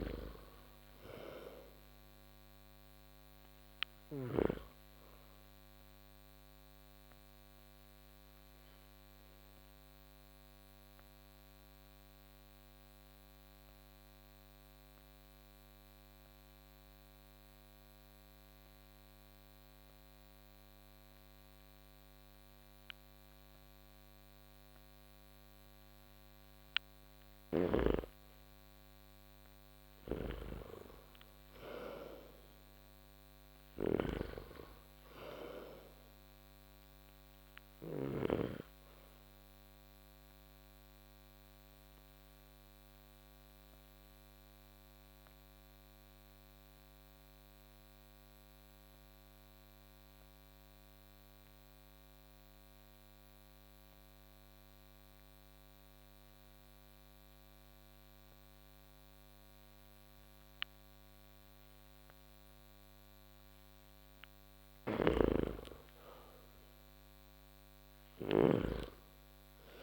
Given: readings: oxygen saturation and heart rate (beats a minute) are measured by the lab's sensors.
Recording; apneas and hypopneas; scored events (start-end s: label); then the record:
breathing in sleep by a microphone on the trachea; 2
0.00-4.00 s: snoring (device-marked)
0.00-25.00 s: oxygen desaturation (device-marked, oxygen 86% lowest)
5.50-27.00 s: obstructive apnea (oxygen 98% before, 86% lowest)
28.00-31.00 s: arousal
29.50-38.00 s: snoring (device-marked)
36.00-58.00 s: oxygen desaturation (device-marked, oxygen 98% before, 87% lowest)
38.00-63.00 s: obstructive apnea (oxygen 98% before, 85% lowest)
64.50-68.00 s: arousal
64.50-69.83 s: snoring (device-marked)
65.00-69.83 s: oxygen desaturation (device-marked, oxygen 98% before, 85% lowest)
From the record:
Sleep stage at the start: N2 (light sleep); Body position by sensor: on the back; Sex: male